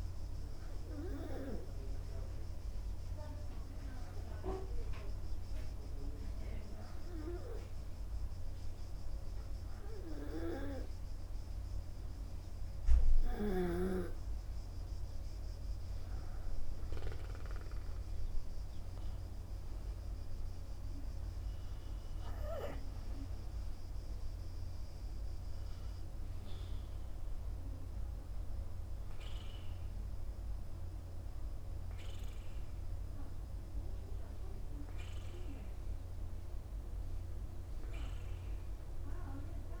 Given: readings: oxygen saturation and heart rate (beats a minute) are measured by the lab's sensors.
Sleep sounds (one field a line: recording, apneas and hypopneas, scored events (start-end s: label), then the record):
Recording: breathing in sleep by a room microphone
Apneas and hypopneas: none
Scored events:
none scored
From the record:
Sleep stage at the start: N2 (light sleep)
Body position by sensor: upright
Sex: male